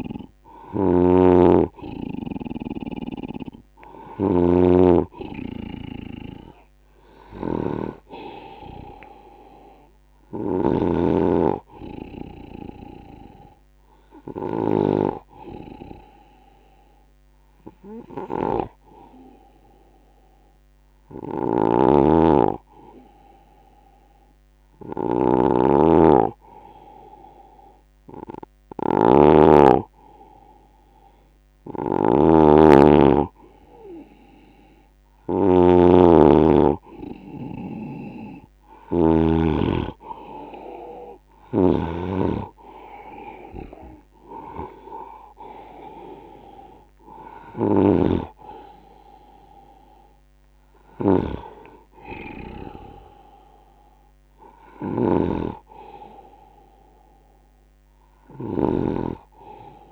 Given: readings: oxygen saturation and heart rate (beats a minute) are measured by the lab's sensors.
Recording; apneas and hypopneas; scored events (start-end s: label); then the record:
breathing in sleep by a microphone on the trachea; 1
0.00-2.50 s: snoring (device-marked)
7.00-39.00 s: snoring (device-marked)
14.50-30.00 s: hypopnea (oxygen 97% before, 93% lowest, heart rate 84 before, 69 extreme, up 18 after)
31.50-35.50 s: arousal
38.50-59.91 s: oxygen desaturation (device-marked, oxygen 97% before, 93% lowest, heart rate 77 before, 66 extreme)
47.50-59.91 s: snoring (device-marked)
From the record:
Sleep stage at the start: N2 (light sleep); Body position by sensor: on the right side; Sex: male